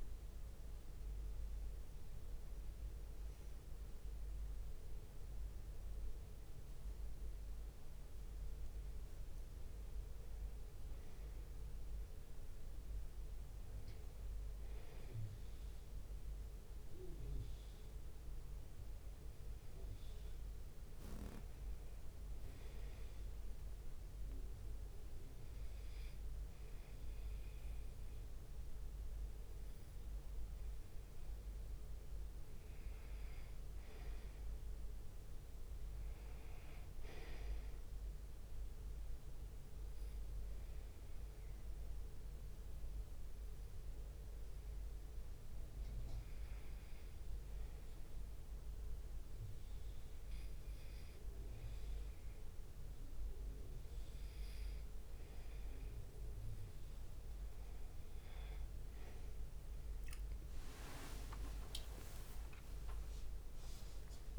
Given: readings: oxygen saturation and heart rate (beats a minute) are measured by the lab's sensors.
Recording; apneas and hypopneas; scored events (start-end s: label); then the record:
breathing in sleep, hard to hear, by a room microphone; 2
0.00-3.50 s: arousal
8.00-9.00 s: leg movement (device-marked)
16.50-22.50 s: leg movement (device-marked)
23.50-34.50 s: obstructive apnea (oxygen 94% before, 91% lowest, heart rate 68 before, 69 extreme, up 1 after)
37.00-42.00 s: arousal
47.00-59.50 s: hypopnea (oxygen 94% before, 90% lowest, heart rate 69 before, 67 extreme, up 7 after)
60.50-64.39 s: leg movement (device-marked)
61.00-64.39 s: arousal
62.00-64.39 s: drop in pulse transit time (device-marked, heart rate 70 before, 72 extreme)
From the record:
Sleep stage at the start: N2 (light sleep); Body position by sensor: on the right side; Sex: male